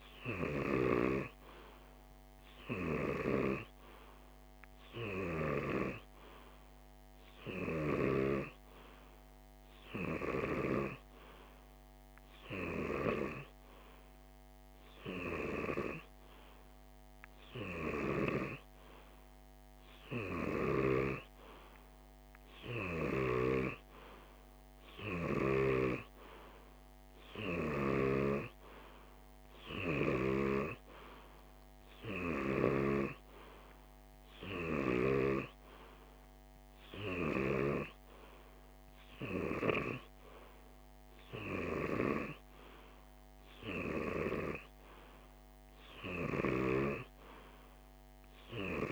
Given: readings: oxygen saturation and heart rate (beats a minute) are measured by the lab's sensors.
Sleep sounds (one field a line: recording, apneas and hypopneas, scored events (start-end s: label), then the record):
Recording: breathing in sleep by a microphone on the trachea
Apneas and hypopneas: none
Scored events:
none scored
From the record:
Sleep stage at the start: N2 (light sleep)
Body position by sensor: on the left side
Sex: male